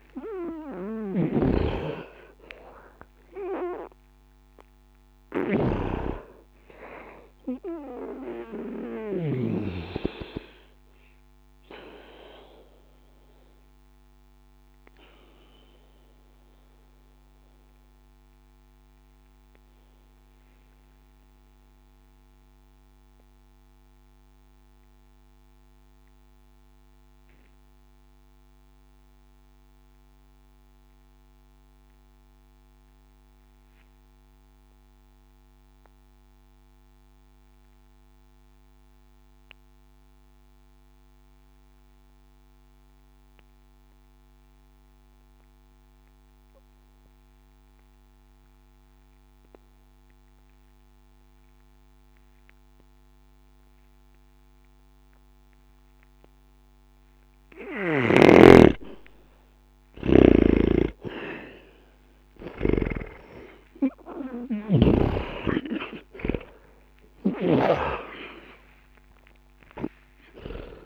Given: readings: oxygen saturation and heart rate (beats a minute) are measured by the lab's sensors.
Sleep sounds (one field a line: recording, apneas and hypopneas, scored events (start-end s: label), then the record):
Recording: breathing in sleep by a microphone on the trachea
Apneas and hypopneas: 1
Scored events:
0.00-31.00 s: oxygen desaturation (device-marked, oxygen 76% lowest, heart rate 60 extreme)
11.00-57.00 s: obstructive apnea (oxygen 95% before, 76% lowest, heart rate 73 before, 60 extreme, up 10 after)
52.00-70.86 s: oxygen desaturation (device-marked, oxygen 98% before, 77% lowest, heart rate 60 before, 60 extreme)
58.00-64.50 s: snoring (device-marked)
63.50-69.00 s: arousal
From the record:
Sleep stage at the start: N2 (light sleep)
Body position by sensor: on the back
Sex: male